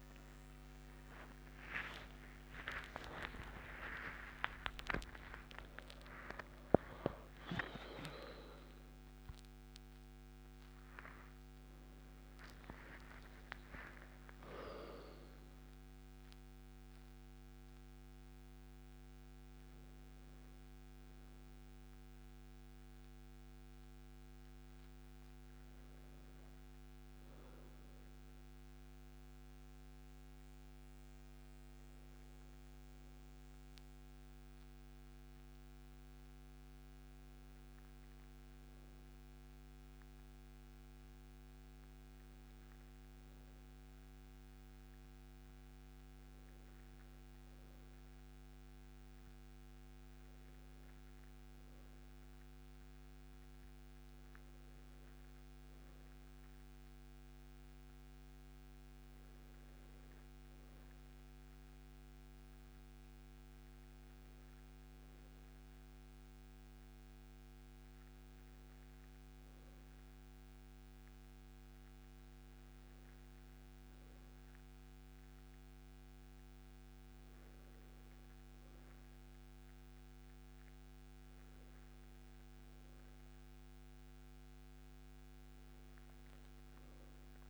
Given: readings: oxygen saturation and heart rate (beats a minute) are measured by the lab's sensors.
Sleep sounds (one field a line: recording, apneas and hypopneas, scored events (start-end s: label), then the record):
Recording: a person partly awake in a sleep study, by a microphone on the trachea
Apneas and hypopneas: none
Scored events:
0.00-14.00 s: oxygen desaturation (device-marked, oxygen 93% lowest)
24.00-87.50 s: new sleep stage, N2 (light sleep)
From the record:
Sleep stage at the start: awake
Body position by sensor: on the right side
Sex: male